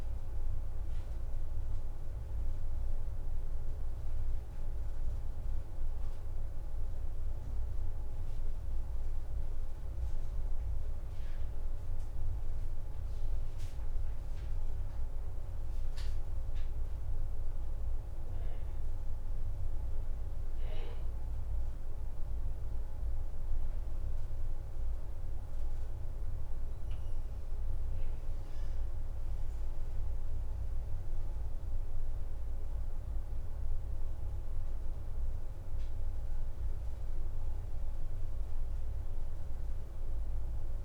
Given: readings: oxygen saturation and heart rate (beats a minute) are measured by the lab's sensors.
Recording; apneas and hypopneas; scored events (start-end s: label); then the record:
a person awake in a sleep study, hard to hear, by a room microphone; none
none scored
From the record:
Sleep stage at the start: awake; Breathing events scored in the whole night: 151 in 4.4 hours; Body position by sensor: on the back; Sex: female